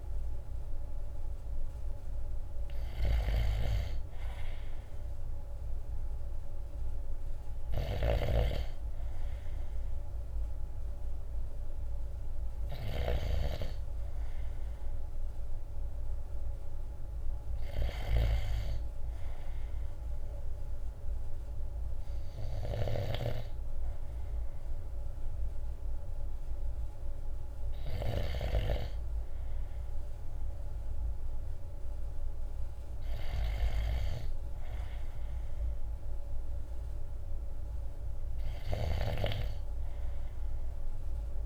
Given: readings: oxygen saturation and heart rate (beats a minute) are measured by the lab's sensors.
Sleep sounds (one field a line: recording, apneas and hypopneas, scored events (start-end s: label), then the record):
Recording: breathing in sleep by a room microphone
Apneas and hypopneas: none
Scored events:
0.00-28.00 s: snoring (device-marked)
38.00-41.46 s: snoring (device-marked)
From the record:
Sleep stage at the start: N2 (light sleep)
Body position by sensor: on the right side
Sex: male